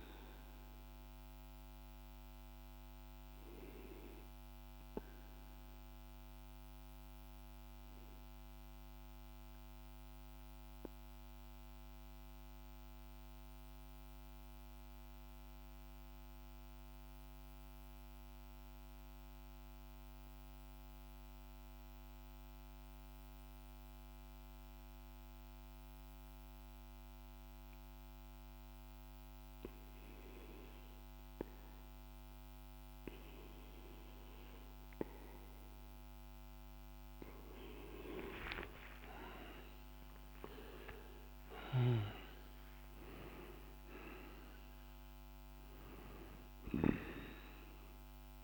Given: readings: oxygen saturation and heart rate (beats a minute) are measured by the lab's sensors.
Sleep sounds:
breathing in sleep by a microphone on the trachea; 1
0.00-9.50 s: oxygen desaturation (device-marked, oxygen 90% lowest, heart rate 48 extreme)
0.50-35.00 s: mixed apnea (oxygen 96% before, 88% lowest, heart rate 51 before, 47 extreme, up 13 after)
25.50-48.44 s: oxygen desaturation (device-marked, oxygen 99% before, 88% lowest, heart rate 51 before, 46 extreme)
26.50-48.44 s: new sleep stage, REM sleep
37.50-41.50 s: arousal
From the record:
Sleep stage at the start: N2 (light sleep); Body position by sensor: on the back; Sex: male

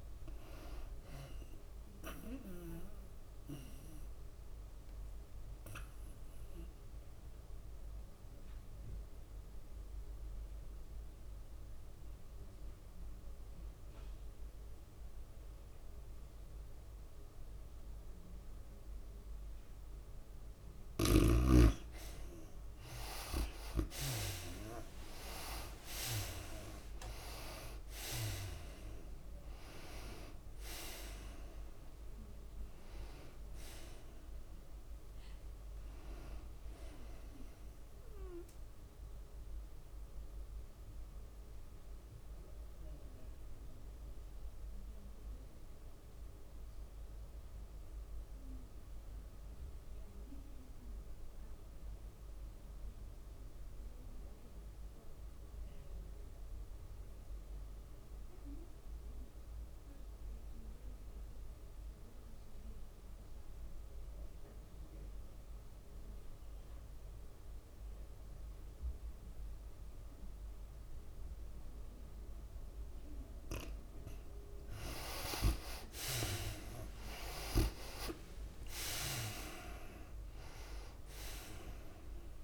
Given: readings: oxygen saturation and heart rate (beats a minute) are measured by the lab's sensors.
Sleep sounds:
breathing in sleep by a room microphone; 2
0.00-3.50 s: drop in pulse transit time (device-marked, heart rate 92 extreme)
0.00-6.50 s: oxygen desaturation (device-marked, oxygen 73% lowest, heart rate 80 extreme)
0.00-6.50 s: tachycardia (device-marked, heart rate 107 extreme)
4.50-21.50 s: obstructive apnea (oxygen 95% before, 76% lowest, heart rate 98 before, 92 extreme, up 5 after)
19.50-42.50 s: oxygen desaturation (device-marked, oxygen 98% before, 77% lowest, heart rate 101 before, 75 extreme)
24.00-28.00 s: arousal
25.50-44.50 s: drop in pulse transit time (device-marked, heart rate 98 before, 96 extreme)
26.50-37.50 s: tachycardia (device-marked, heart rate 98 before, 104 extreme)
39.50-74.00 s: obstructive apnea (oxygen 98% before, 66% lowest, heart rate 99 before, 67 extreme, up 37 after)
57.50-82.44 s: oxygen desaturation (device-marked, oxygen 97% before, 66% lowest, heart rate 97 before, 67 extreme)
77.50-82.44 s: tachycardia (device-marked, heart rate 98 before, 107 extreme)
79.50-82.44 s: drop in pulse transit time (device-marked, heart rate 79 before, 100 extreme)
80.50-82.44 s: arousal
From the record:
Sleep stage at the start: N2 (light sleep); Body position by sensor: on the right side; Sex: female

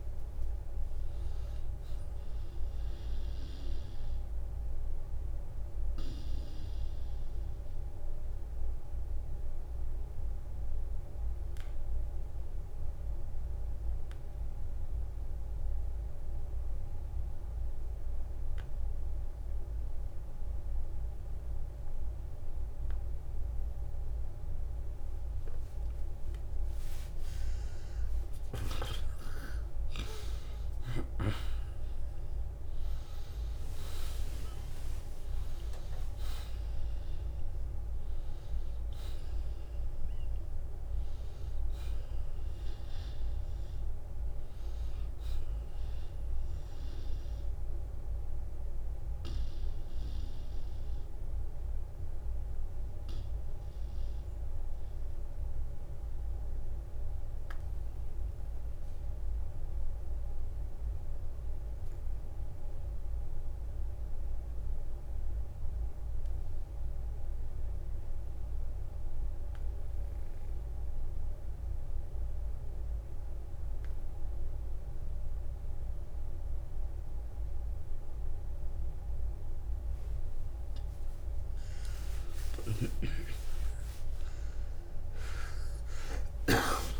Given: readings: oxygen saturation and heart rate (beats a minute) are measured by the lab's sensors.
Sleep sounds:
breathing in sleep, hard to hear, by a room microphone; 2
4.00-25.00 s: obstructive apnea (oxygen 97% before, 87% lowest, heart rate 61 before, 46 extreme, up 19 after)
6.00-24.00 s: oxygen desaturation (device-marked, oxygen 96% before, 89% lowest, heart rate 61 before, 46 extreme)
26.00-31.00 s: arousal
37.00-48.00 s: oxygen desaturation (device-marked, oxygen 97% before, 93% lowest, heart rate 56 before, 43 extreme)
40.00-42.00 s: long interval between heartbeats (device-marked, heart rate 60 before, 69 extreme)
47.50-49.50 s: long interval between heartbeats (device-marked, heart rate 63 before, 58 extreme)
49.00-79.50 s: obstructive apnea (oxygen 97% before, 86% lowest, heart rate 62 before, 40 extreme, up 20 after)
56.00-68.00 s: oxygen desaturation (device-marked, oxygen 94% before, 87% lowest, heart rate 58 before, 40 extreme)
58.00-60.00 s: long interval between heartbeats (device-marked, heart rate 57 before, 56 extreme)
81.50-85.50 s: arousal
85.00-87.00 s: long interval between heartbeats (device-marked, heart rate 48 before, 57 extreme)
From the record:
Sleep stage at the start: N2 (light sleep); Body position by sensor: on the back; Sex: male

